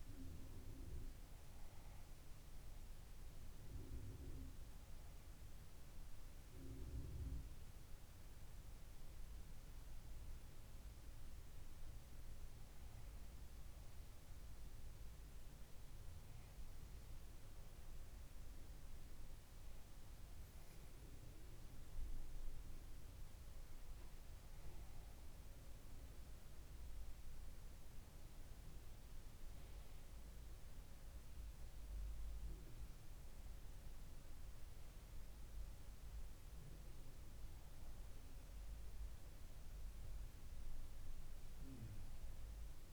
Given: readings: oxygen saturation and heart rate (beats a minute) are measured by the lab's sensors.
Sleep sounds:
breathing in sleep, hard to hear, by a room microphone; 1
14.00-26.50 s: hypopnea (oxygen 98% before, 94% lowest, heart rate 68 before, 67 extreme, up 1 after)
37.00-41.00 s: arousal
From the record:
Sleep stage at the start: N2 (light sleep); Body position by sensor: on the back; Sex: female

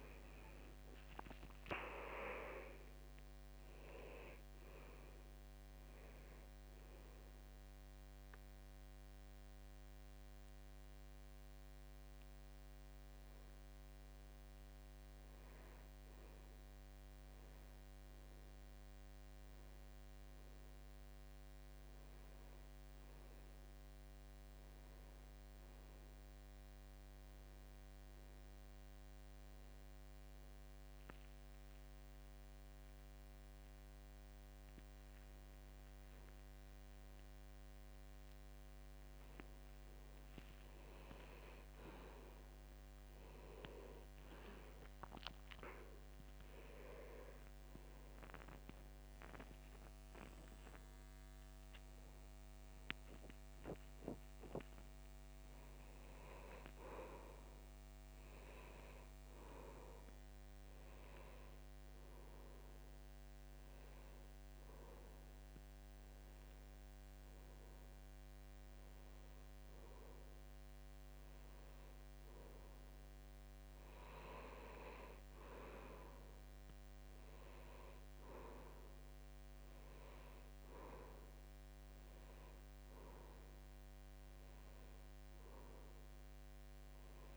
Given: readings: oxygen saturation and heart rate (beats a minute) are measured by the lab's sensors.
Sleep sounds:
breathing in sleep by a microphone on the trachea; 2
17.50-21.50 s: arousal
28.50-40.00 s: hypopnea (oxygen 95% before, 90% lowest, heart rate 74 before, 76 extreme, up 18 after)
39.50-41.50 s: long interval between heartbeats (device-marked, heart rate 76 before, 89 extreme)
41.00-44.00 s: arousal
48.50-57.50 s: oxygen desaturation (device-marked, oxygen 93% before, 90% lowest, heart rate 82 before, 75 extreme)
59.00-61.00 s: arousal
64.50-74.50 s: hypopnea (oxygen 94% before, 92% lowest, heart rate 81 before, 75 extreme, up 3 after)
77.50-80.50 s: arousal
From the record:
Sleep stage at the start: N2 (light sleep); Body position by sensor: on the back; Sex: male

